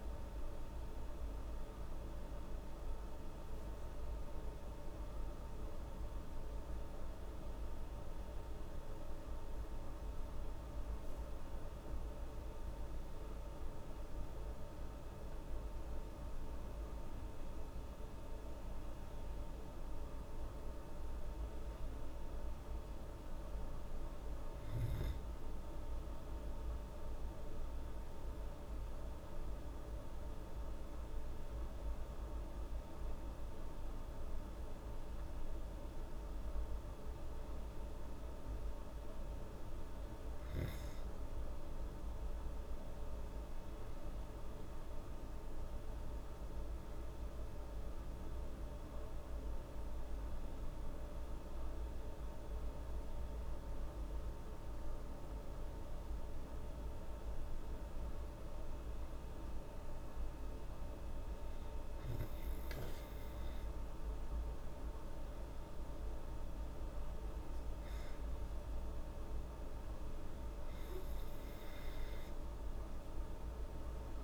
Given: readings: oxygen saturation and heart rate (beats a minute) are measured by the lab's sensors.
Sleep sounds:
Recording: breathing in sleep, hard to hear, by a room microphone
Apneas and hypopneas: none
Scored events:
none scored
From the record:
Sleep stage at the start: N2 (light sleep)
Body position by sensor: on the back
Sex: female

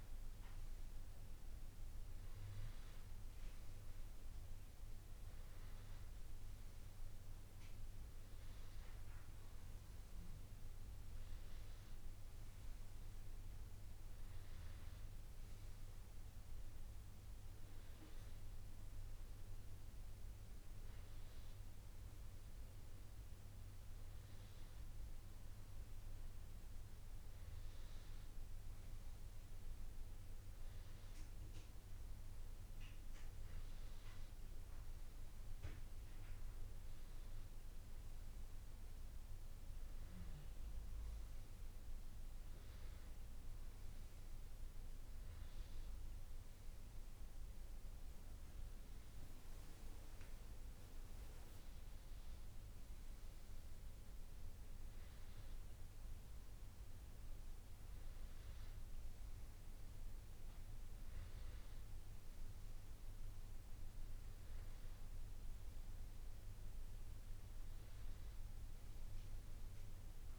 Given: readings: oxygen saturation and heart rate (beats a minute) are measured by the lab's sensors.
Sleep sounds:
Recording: breathing in sleep, hard to hear, by a room microphone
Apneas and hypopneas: none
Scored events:
none scored
From the record:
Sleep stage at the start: N1 (lightest sleep)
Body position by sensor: on the back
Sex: male

